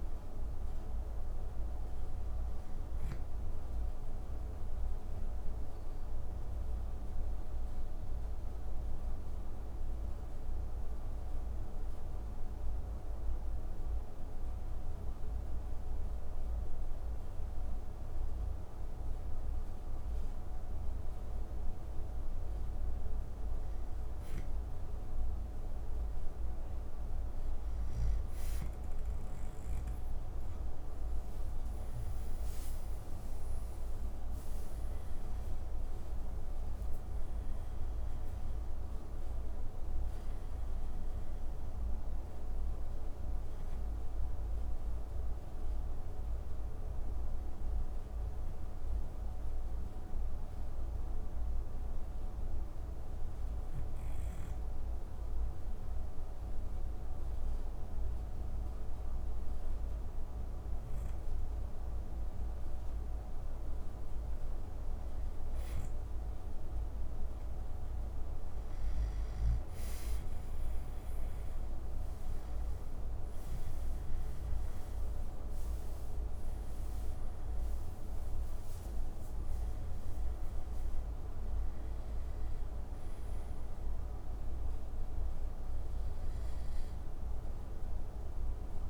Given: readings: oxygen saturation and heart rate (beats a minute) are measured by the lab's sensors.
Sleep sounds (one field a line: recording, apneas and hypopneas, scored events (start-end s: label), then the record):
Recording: breathing in sleep, hard to hear, by a room microphone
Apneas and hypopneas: 2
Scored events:
3.50-22.00 s: obstructive apnea (oxygen 97% before, 93% lowest)
8.00-22.00 s: oxygen desaturation (device-marked, oxygen 97% before, 93% lowest)
29.50-33.50 s: arousal
49.00-63.50 s: obstructive apnea (oxygen 96% before, 93% lowest)
66.00-69.00 s: arousal
From the record:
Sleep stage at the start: N2 (light sleep)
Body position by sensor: on the back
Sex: male